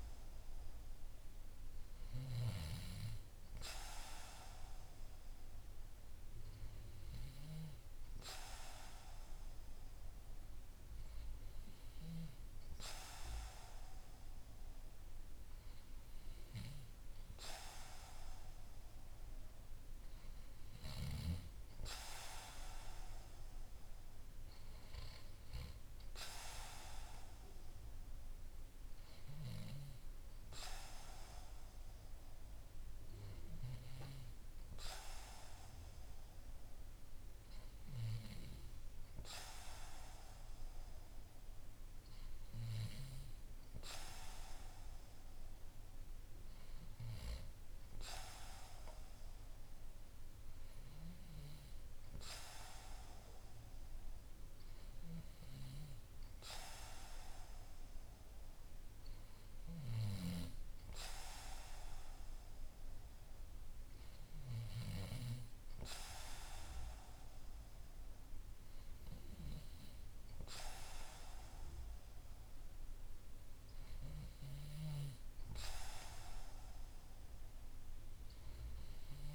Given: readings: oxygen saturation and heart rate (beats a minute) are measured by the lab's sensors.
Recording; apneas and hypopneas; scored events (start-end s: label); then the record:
breathing in sleep by a room microphone; none
none scored
From the record:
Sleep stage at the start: N2 (light sleep); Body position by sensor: on the back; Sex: male